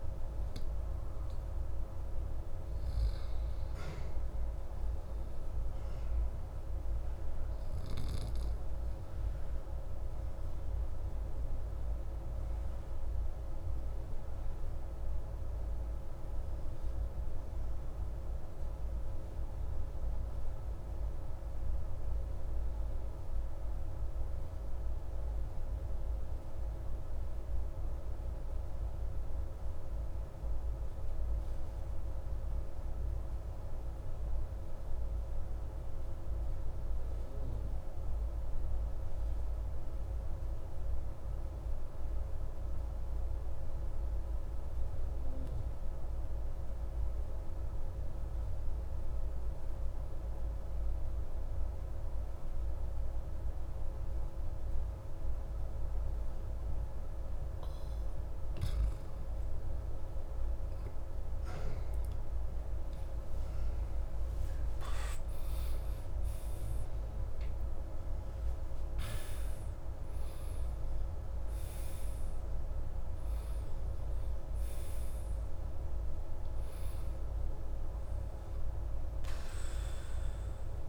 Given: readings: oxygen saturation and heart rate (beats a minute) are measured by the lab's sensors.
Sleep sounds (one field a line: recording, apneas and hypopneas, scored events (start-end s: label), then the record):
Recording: breathing in sleep, hard to hear, by a room microphone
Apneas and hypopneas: 1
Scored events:
0.00-7.50 s: oxygen desaturation (device-marked, oxygen 93% lowest)
10.00-57.00 s: obstructive apnea (oxygen 96% before, 90% lowest)
48.50-75.50 s: oxygen desaturation (device-marked, oxygen 97% before, 91% lowest)
60.50-66.00 s: arousal
From the record:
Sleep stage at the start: N2 (light sleep)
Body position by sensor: on the back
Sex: male